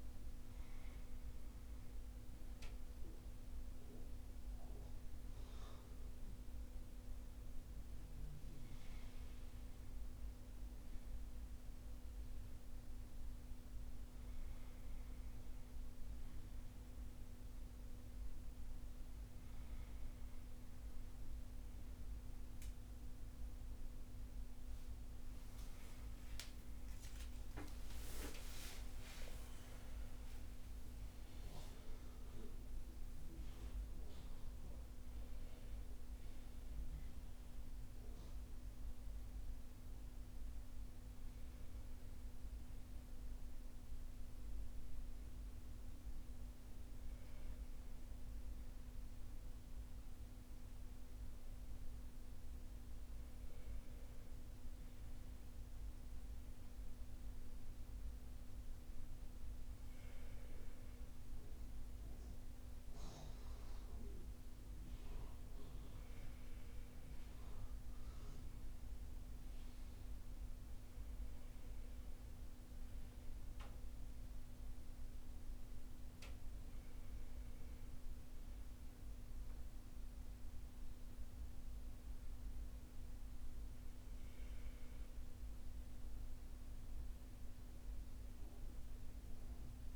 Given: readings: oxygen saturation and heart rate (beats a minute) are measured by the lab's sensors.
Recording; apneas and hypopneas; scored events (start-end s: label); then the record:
breathing in sleep, hard to hear, by a room microphone; none
27.50-31.50 s: arousal
From the record:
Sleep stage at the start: N1 (lightest sleep); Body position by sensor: on the back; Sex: male